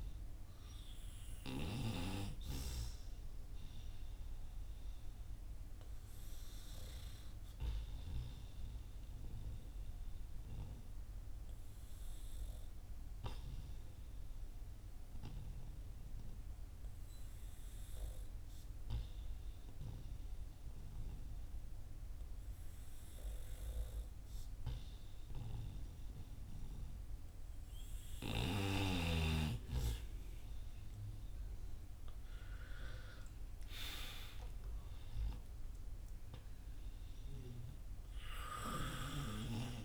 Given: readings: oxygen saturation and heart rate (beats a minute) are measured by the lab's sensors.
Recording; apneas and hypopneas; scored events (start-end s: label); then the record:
breathing in sleep by a room microphone; 1
0.00-2.00 s: oxygen desaturation (device-marked, oxygen 91% lowest, heart rate 48 extreme)
3.50-27.00 s: obstructive apnea (oxygen 97% before, 90% lowest, heart rate 61 before, 48 extreme, up 11 after)
31.50-35.00 s: arousal
From the record:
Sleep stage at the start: N2 (light sleep); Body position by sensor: on the back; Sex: male